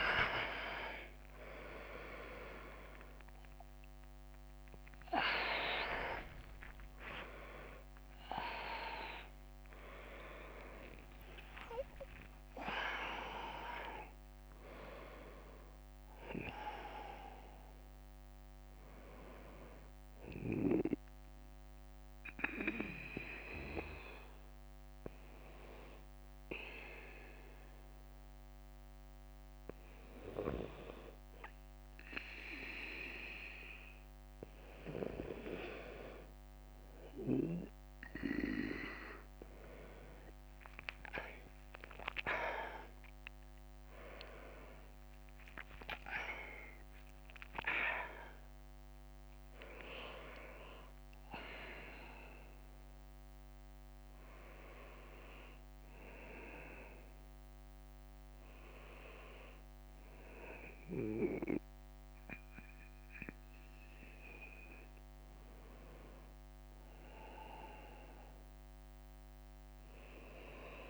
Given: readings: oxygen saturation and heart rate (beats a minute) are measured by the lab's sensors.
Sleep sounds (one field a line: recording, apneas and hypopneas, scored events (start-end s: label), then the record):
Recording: a person partly awake in a sleep study, by a microphone on the trachea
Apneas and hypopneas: 1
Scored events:
0.00-1.00 s: long interval between heartbeats (device-marked, heart rate 114 extreme)
0.00-13.50 s: oxygen desaturation (device-marked, oxygen 92% lowest, heart rate 58 extreme)
0.00-17.50 s: drop in pulse transit time (device-marked, heart rate 77 extreme)
5.50-7.50 s: long interval between heartbeats (device-marked, heart rate 79 before, 85 extreme)
11.50-15.00 s: leg movement (device-marked)
14.50-70.90 s: new sleep stage, N2 (light sleep)
21.50-35.00 s: hypopnea (oxygen 96% before, 94% lowest, heart rate 84 before, 58 extreme, up 8 after)
22.50-34.50 s: bradycardia (device-marked, heart rate 61 before, 58 extreme)
39.00-43.00 s: arousal
43.50-55.50 s: drop in pulse transit time (device-marked, heart rate 60 before, 67 extreme)
43.50-58.50 s: oxygen desaturation (device-marked, oxygen 99% before, 95% lowest, heart rate 60 before, 58 extreme)
From the record:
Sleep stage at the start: awake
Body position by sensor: on the right side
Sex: male